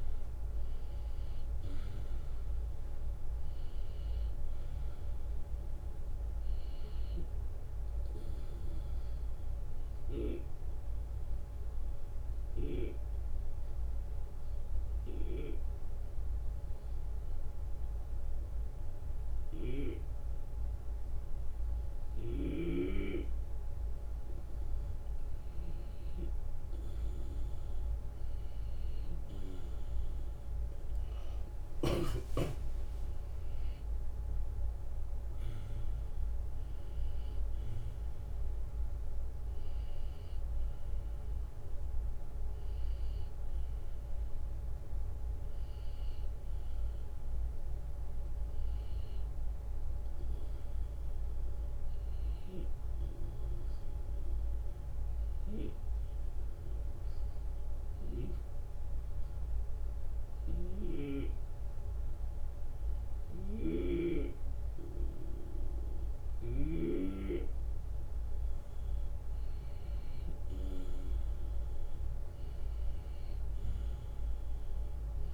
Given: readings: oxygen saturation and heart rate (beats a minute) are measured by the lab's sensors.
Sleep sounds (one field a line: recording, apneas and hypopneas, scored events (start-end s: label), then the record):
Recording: breathing in sleep by a room microphone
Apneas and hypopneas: 2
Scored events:
8.50-25.00 s: obstructive apnea (oxygen 94% before, 90% lowest)
15.50-17.50 s: long interval between heartbeats (device-marked)
26.00-28.00 s: long interval between heartbeats (device-marked)
27.00-37.00 s: drop in pulse transit time (device-marked)
30.50-32.50 s: long interval between heartbeats (device-marked)
31.00-35.50 s: arousal
32.00-45.00 s: oxygen desaturation (device-marked, oxygen 94% before, 90% lowest)
36.50-38.50 s: long interval between heartbeats (device-marked)
39.50-41.50 s: long interval between heartbeats (device-marked, heart rate 35 before, 74 extreme)
52.00-68.00 s: obstructive apnea (oxygen 94% before, 91% lowest, heart rate 77 before, 74 extreme, up 6 after)
60.00-66.50 s: snoring (device-marked)
70.50-75.34 s: arousal
From the record:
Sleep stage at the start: N2 (light sleep)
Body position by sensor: on the back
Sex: male